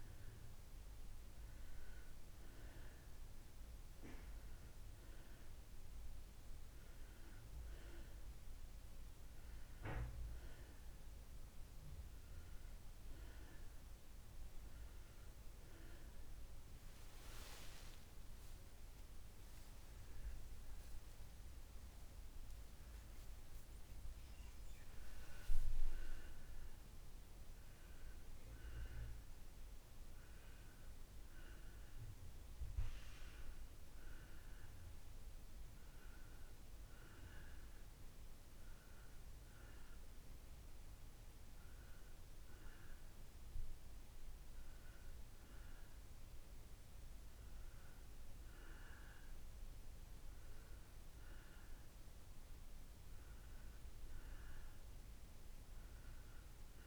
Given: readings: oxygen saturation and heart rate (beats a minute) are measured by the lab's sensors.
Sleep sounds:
breathing in sleep, hard to hear, by a room microphone; none
17.00-22.00 s: arousal
From the record:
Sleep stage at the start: N2 (light sleep); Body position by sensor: on the back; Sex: female

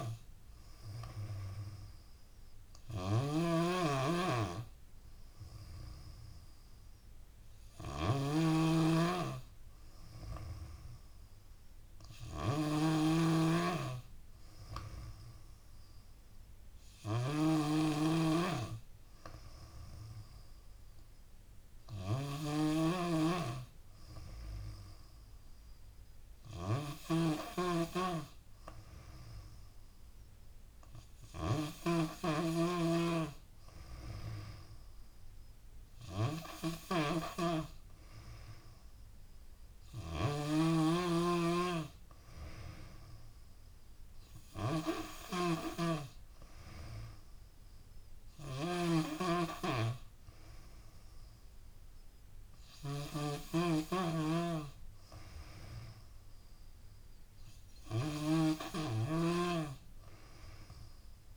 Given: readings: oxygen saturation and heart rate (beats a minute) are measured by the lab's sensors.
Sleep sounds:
breathing in sleep by a room microphone; none
0.00-15.00 s: oxygen desaturation (device-marked, oxygen 90% lowest, heart rate 72 extreme)
0.00-61.37 s: snoring (device-marked)
From the record:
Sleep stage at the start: N2 (light sleep); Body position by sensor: on the back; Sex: female

